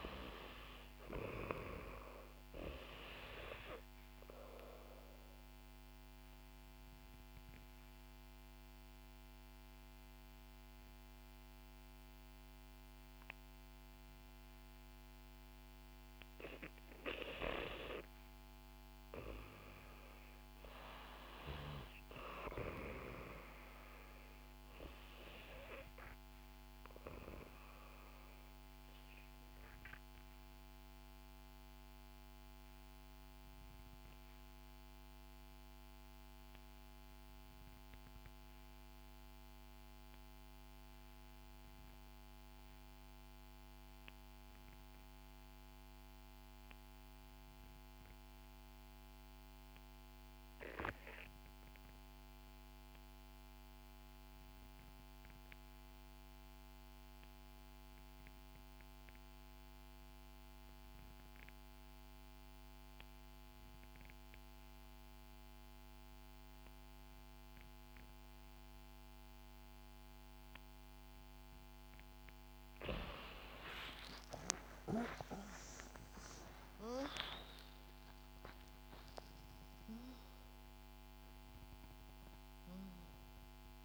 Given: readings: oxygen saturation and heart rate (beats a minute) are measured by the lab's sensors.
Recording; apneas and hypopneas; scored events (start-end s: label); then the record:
breathing in sleep by a microphone on the trachea; 2
5.00-15.50 s: obstructive apnea (oxygen 92% before, 78% lowest, heart rate 65 before, 61 extreme, up 1 after)
19.00-23.00 s: arousal
26.00-43.00 s: oxygen desaturation (device-marked, oxygen 93% before, 89% lowest, heart rate 65 before, 61 extreme)
30.00-72.50 s: obstructive apnea (oxygen 93% before, 74% lowest, heart rate 65 before, 61 extreme, up 29 after)
51.00-83.85 s: oxygen desaturation (device-marked, oxygen 94% before, 74% lowest, heart rate 64 before, 65 extreme)
74.00-79.00 s: arousal
74.50-76.50 s: long interval between heartbeats (device-marked, heart rate 68 before, 79 extreme)
76.50-78.50 s: long interval between heartbeats (device-marked, heart rate 70 before, 88 extreme)
From the record:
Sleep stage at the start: N2 (light sleep); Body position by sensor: on the back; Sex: female